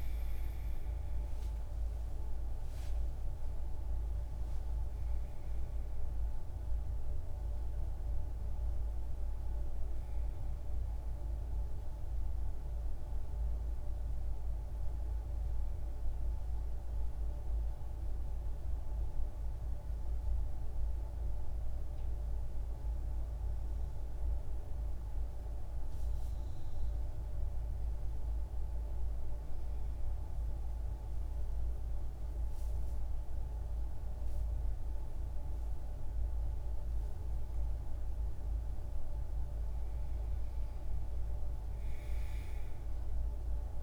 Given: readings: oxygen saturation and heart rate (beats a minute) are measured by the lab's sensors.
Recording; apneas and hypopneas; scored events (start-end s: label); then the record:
a person partly awake in a sleep study, hard to hear, by a room microphone; none
1.50-31.50 s: new sleep stage, N1 (lightest sleep)
31.50-43.83 s: new sleep stage, N2 (light sleep)
33.50-43.83 s: oxygen desaturation (device-marked, oxygen 97% before, 89% lowest, heart rate 74 before, 62 extreme)
From the record:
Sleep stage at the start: awake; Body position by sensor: on the right side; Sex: male